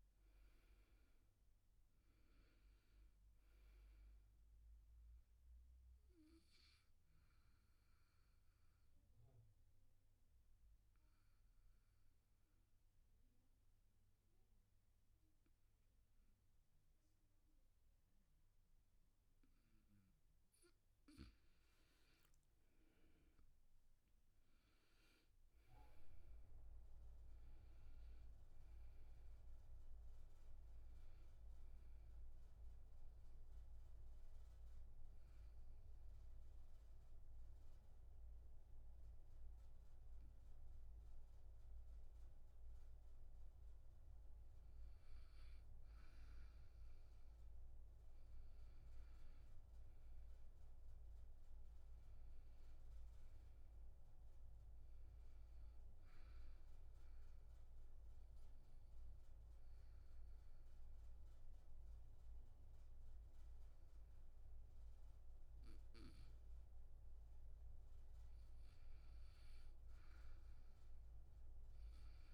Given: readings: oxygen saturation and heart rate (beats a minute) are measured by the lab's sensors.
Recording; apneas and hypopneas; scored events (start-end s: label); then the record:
breathing in sleep, hard to hear, by a room microphone; 3
0.00-17.00 s: oxygen desaturation (device-marked, oxygen 88% lowest, heart rate 74 extreme)
5.50-19.50 s: obstructive apnea (oxygen 99% before, 87% lowest, heart rate 74 before, 72 extreme, up 7 after)
22.00-45.00 s: oxygen desaturation (device-marked, oxygen 99% before, 87% lowest, heart rate 79 before, 72 extreme)
22.50-26.50 s: arousal
33.00-45.00 s: obstructive apnea (oxygen 99% before, 87% lowest, heart rate 80 before, 72 extreme, up 5 after)
49.00-52.50 s: arousal
56.50-67.00 s: obstructive apnea (oxygen 99% before, 90% lowest, heart rate 75 before, 72 extreme, up 3 after)
57.00-67.00 s: oxygen desaturation (device-marked, oxygen 99% before, 91% lowest, heart rate 75 before, 72 extreme)
70.00-72.34 s: arousal
From the record:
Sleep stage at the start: N2 (light sleep); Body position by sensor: on the back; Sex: male